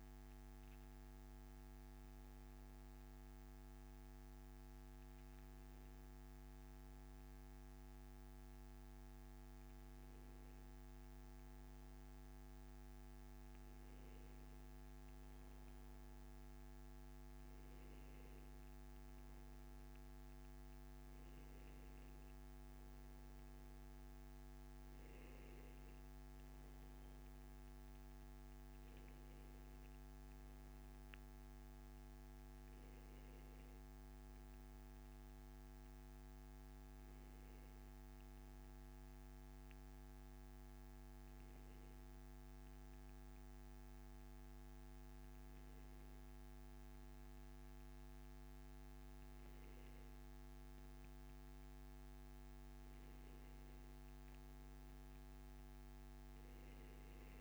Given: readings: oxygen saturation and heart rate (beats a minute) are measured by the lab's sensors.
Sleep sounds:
a person awake in a sleep study, hard to hear, by a microphone on the trachea; none
none scored
From the record:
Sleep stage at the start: awake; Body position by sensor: on the back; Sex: male

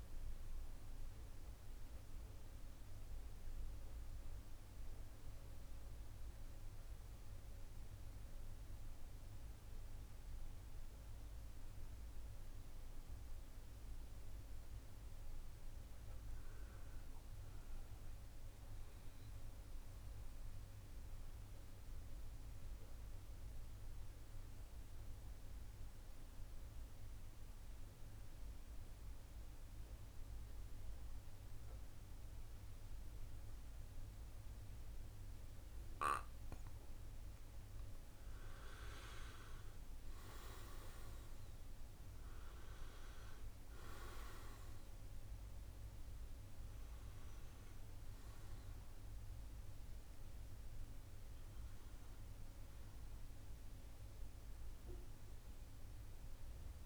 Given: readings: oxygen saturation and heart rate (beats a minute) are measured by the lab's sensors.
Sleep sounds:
breathing in sleep, hard to hear, by a room microphone; 2
0.00-13.50 s: oxygen desaturation (device-marked, oxygen 93% lowest, heart rate 68 extreme)
2.00-14.50 s: central apnea (oxygen 98% before, 93% lowest, heart rate 109 before, 68 extreme, up 46 after)
15.00-18.00 s: arousal
21.50-37.50 s: mixed apnea (oxygen 100% before, 93% lowest, heart rate 89 before, 63 extreme, up 14 after)
37.50-41.50 s: arousal
37.50-56.86 s: new sleep stage, N1 (lightest sleep)
39.50-56.86 s: oxygen desaturation (device-marked, oxygen 98% before, 93% lowest, heart rate 108 before, 63 extreme)
From the record:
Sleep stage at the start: N2 (light sleep); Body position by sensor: on the back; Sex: male

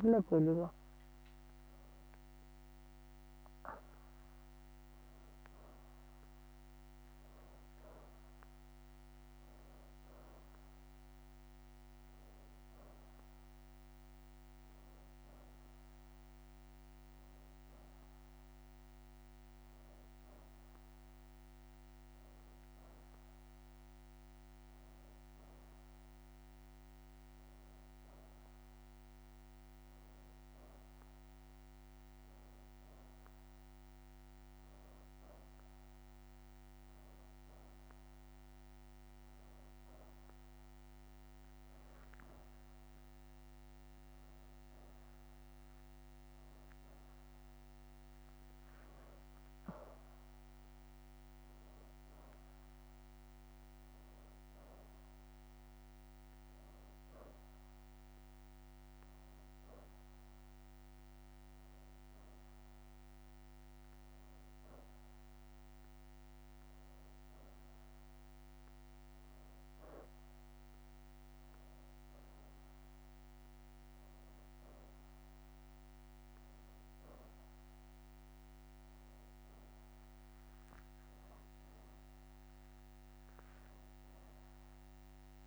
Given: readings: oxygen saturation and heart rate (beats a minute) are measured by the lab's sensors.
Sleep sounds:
a person partly awake in a sleep study, hard to hear, by a microphone on the trachea; none
0.50-2.00 s: leg movement (device-marked)
4.00-10.50 s: leg movement (device-marked)
29.00-85.47 s: new sleep stage, N1 (lightest sleep)
37.50-40.50 s: leg movement (device-marked)
From the record:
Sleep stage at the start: awake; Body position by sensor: on the back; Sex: female

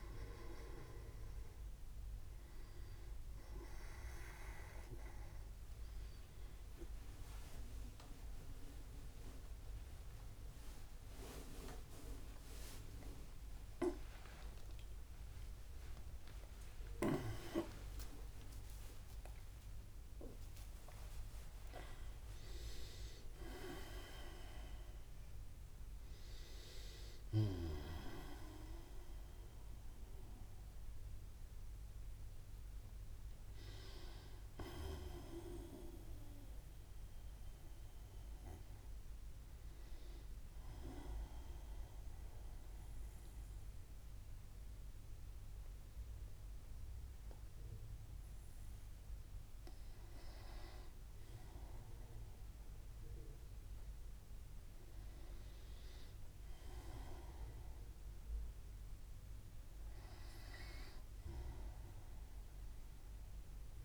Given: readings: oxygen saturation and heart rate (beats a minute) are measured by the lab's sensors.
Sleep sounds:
a person partly awake in a sleep study, by a room microphone; none
7.00-9.00 s: long interval between heartbeats (device-marked, heart rate 68 before, 114 extreme)
7.00-37.00 s: new sleep stage, awake
12.00-14.00 s: long interval between heartbeats (device-marked, heart rate 87 before, 177 extreme)
14.00-16.00 s: long interval between heartbeats (device-marked, heart rate 98 before, 167 extreme)
19.00-21.00 s: long interval between heartbeats (device-marked, heart rate 130 before, 215 extreme)
21.50-23.50 s: long interval between heartbeats (device-marked, heart rate 145 before, 208 extreme)
37.00-63.85 s: new sleep stage, N1 (lightest sleep)
From the record:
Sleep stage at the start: N2 (light sleep); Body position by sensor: on the right side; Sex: male

